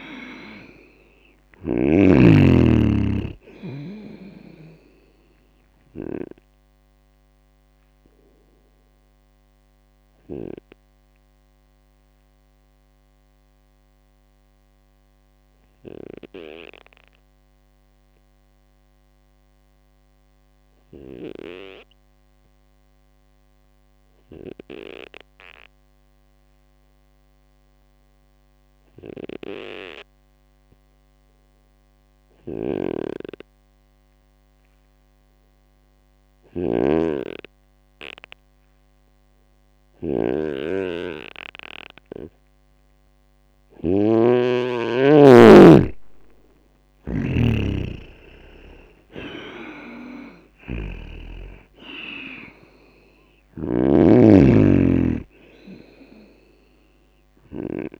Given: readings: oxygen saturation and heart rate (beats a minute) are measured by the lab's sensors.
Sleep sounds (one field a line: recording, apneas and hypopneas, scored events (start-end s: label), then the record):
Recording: breathing in sleep by a microphone on the trachea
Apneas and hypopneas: 1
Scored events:
3.00-17.00 s: oxygen desaturation (device-marked, oxygen 97% before, 94% lowest, heart rate 67 before, 60 extreme)
7.00-42.50 s: obstructive apnea (oxygen 99% before, 92% lowest, heart rate 67 before, 59 extreme, up 12 after)
32.50-58.00 s: snoring (device-marked)
45.00-48.50 s: arousal
From the record:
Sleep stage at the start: N2 (light sleep)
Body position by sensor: on the right side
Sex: male